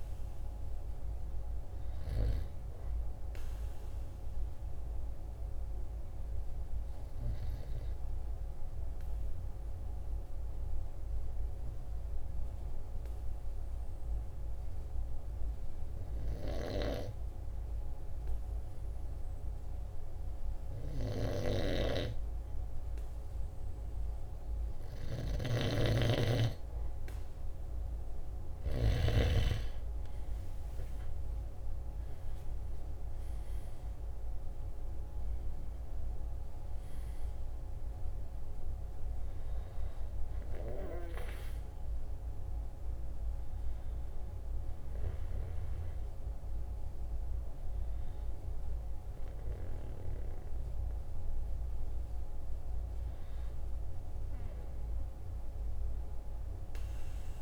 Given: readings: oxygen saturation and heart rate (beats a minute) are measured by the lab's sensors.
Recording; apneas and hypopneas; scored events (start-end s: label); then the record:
breathing in sleep by a room microphone; 1
3.00-26.50 s: obstructive apnea (oxygen 96% before, 94% lowest, heart rate 48 before, 45 extreme, up 5 after)
29.00-34.00 s: arousal
30.50-57.42 s: oxygen desaturation (device-marked, oxygen 97% before, 94% lowest, heart rate 46 before, 44 extreme)
From the record:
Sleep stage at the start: N2 (light sleep); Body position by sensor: on the right side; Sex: male